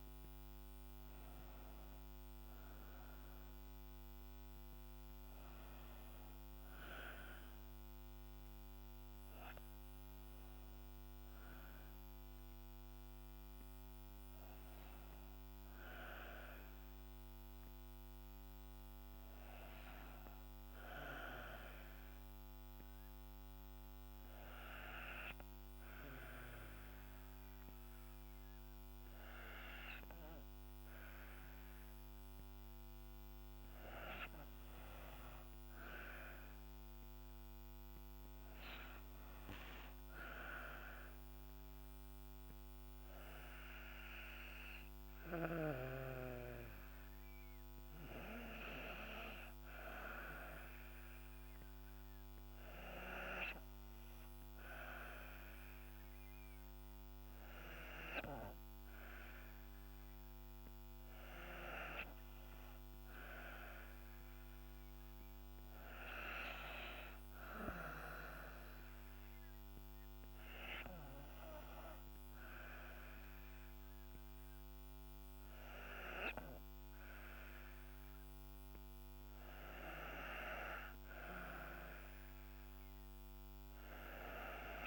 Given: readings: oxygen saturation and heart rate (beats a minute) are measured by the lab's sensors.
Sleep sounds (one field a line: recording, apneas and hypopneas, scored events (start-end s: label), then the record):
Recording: breathing in sleep by a microphone on the trachea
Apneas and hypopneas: 2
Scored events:
0.00-1.00 s: arousal
0.00-17.00 s: oxygen desaturation (device-marked, oxygen 96% before, 86% lowest, heart rate 61 before, 58 extreme)
20.50-33.00 s: hypopnea (oxygen 96% before, 90% lowest, heart rate 63 before, 61 extreme, up 6 after)
35.50-39.00 s: arousal
38.00-54.00 s: oxygen desaturation (device-marked, oxygen 95% before, 90% lowest, heart rate 61 before, 64 extreme)
68.50-80.50 s: hypopnea (oxygen 94% before, 90% lowest, heart rate 66 before, 64 extreme, up 3 after)
82.00-84.50 s: arousal
From the record:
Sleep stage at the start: N2 (light sleep)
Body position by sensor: on the back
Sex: female